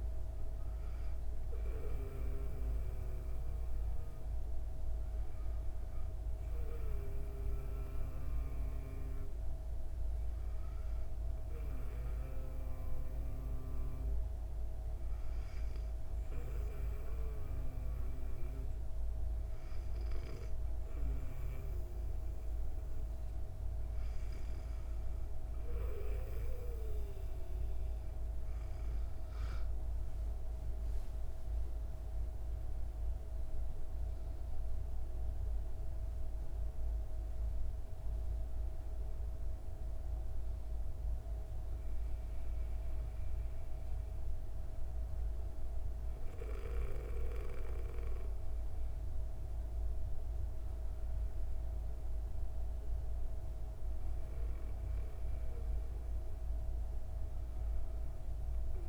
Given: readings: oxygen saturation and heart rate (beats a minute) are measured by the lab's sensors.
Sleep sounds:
breathing in sleep by a room microphone; 1
3.00-23.00 s: hypopnea (oxygen 98% before, 96% lowest, heart rate 104 before, 47 extreme, up 38 after)
27.00-31.50 s: arousal
From the record:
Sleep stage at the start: N2 (light sleep); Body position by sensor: on the back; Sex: female

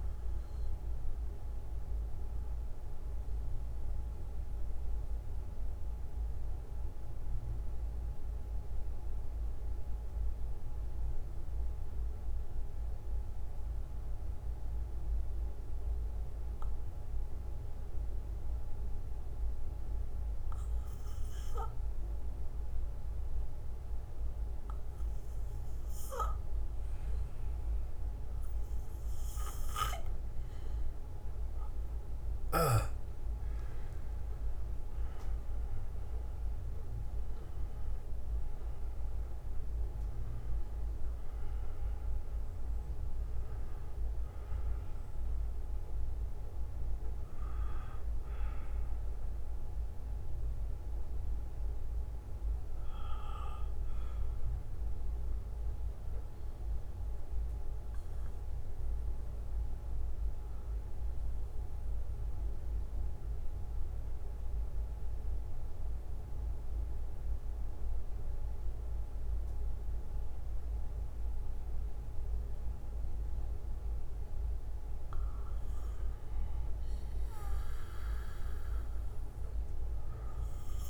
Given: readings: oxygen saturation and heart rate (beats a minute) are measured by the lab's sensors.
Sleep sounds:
breathing in sleep, hard to hear, by a room microphone; 2
0.00-13.00 s: bradycardia (device-marked, heart rate 50 extreme)
3.50-30.50 s: mixed apnea (oxygen 98% before, 92% lowest, heart rate 60 before, 53 extreme, up 23 after)
5.00-80.89 s: new sleep stage, N2 (light sleep)
9.00-18.00 s: oxygen desaturation (device-marked, oxygen 98% before, 92% lowest, heart rate 57 before, 56 extreme)
19.00-28.00 s: bradycardia (device-marked, heart rate 60 before, 57 extreme)
30.00-36.00 s: oxygen desaturation (device-marked, oxygen 98% before, 95% lowest, heart rate 60 before, 52 extreme)
35.50-40.50 s: arousal
47.00-75.00 s: bradycardia (device-marked, heart rate 60 before, 52 extreme)
57.50-76.50 s: central apnea (oxygen 97% before, 91% lowest, heart rate 64 before, 57 extreme, up 9 after)
79.00-80.89 s: arousal
From the record:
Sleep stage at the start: REM sleep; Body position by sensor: on the back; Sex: male

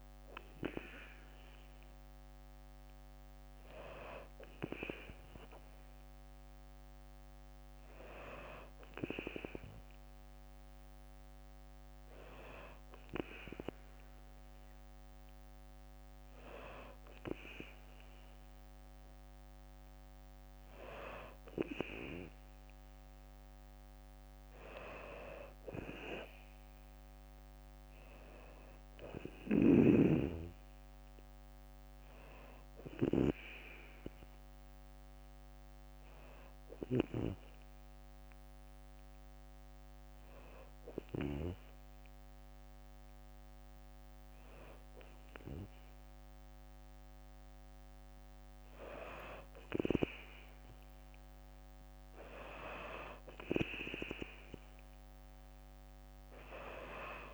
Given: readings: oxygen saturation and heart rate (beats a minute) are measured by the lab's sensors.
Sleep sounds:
breathing in sleep by a microphone on the trachea; 1
26.00-38.00 s: drop in pulse transit time (device-marked, heart rate 61 before, 59 extreme)
28.50-32.00 s: arousal
34.00-46.00 s: bradycardia (device-marked, heart rate 66 before, 58 extreme)
36.50-47.50 s: hypopnea (oxygen 96% before, 93% lowest, heart rate 63 before, 58 extreme, up 5 after)
50.00-52.50 s: arousal
56.00-57.34 s: oxygen desaturation (device-marked, oxygen 97% before, 93% lowest, heart rate 60 before, 60 extreme)
From the record:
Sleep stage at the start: N2 (light sleep); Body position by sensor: on the back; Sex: female

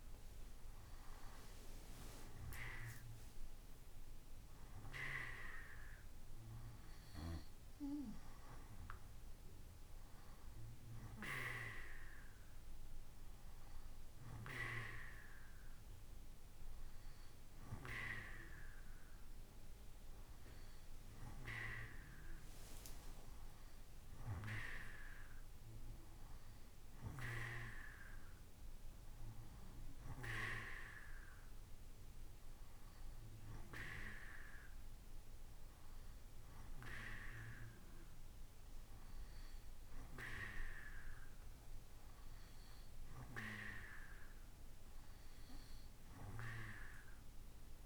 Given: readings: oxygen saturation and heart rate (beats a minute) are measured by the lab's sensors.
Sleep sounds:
breathing in sleep by a room microphone; none
none scored
From the record:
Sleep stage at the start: N2 (light sleep); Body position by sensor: on the right side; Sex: male

